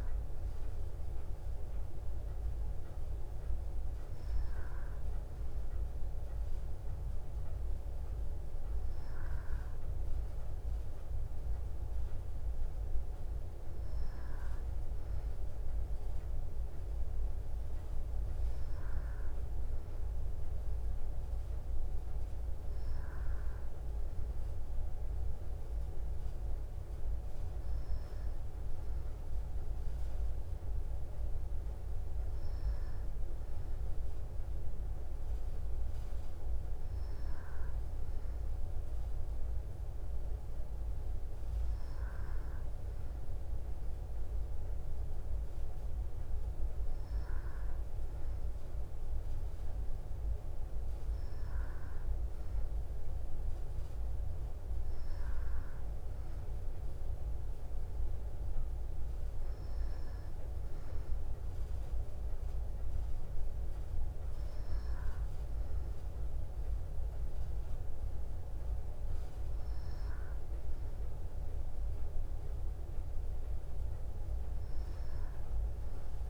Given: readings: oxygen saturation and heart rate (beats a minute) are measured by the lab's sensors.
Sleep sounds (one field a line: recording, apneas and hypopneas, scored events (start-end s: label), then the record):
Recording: breathing in sleep, hard to hear, by a room microphone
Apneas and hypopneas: none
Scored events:
none scored
From the record:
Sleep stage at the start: N3 (deep sleep)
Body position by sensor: on the back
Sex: female